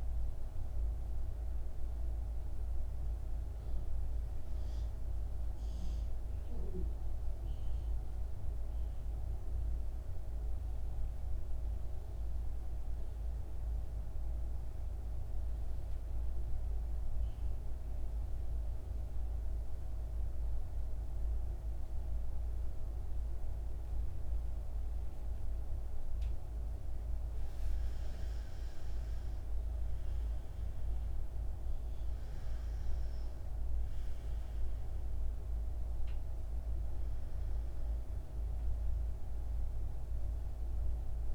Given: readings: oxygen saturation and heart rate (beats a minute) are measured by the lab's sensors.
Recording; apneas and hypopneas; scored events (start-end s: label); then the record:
breathing in sleep, hard to hear, by a room microphone; 1
0.00-11.50 s: oxygen desaturation (device-marked, oxygen 87% lowest, heart rate 57 extreme)
7.00-26.00 s: central apnea (oxygen 100% before, 87% lowest, heart rate 66 before, 57 extreme, up 12 after)
28.50-32.50 s: arousal
30.50-41.35 s: oxygen desaturation (device-marked, oxygen 98% before, 87% lowest, heart rate 59 before, 56 extreme)
From the record:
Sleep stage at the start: N1 (lightest sleep); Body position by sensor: on the back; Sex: male